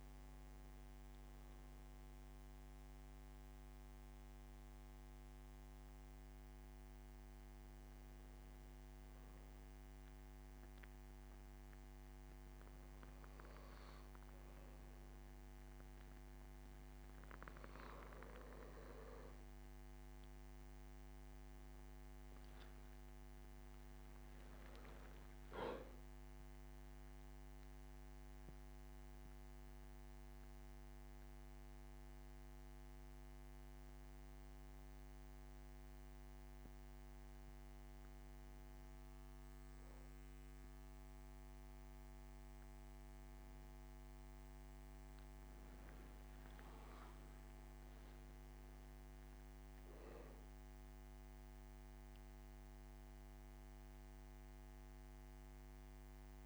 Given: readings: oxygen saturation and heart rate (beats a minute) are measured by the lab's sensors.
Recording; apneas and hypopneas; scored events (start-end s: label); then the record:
breathing in sleep, hard to hear, by a microphone on the trachea; none
27.00-56.46 s: new sleep stage, N1 (lightest sleep)
From the record:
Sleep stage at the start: N2 (light sleep); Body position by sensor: on the right side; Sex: male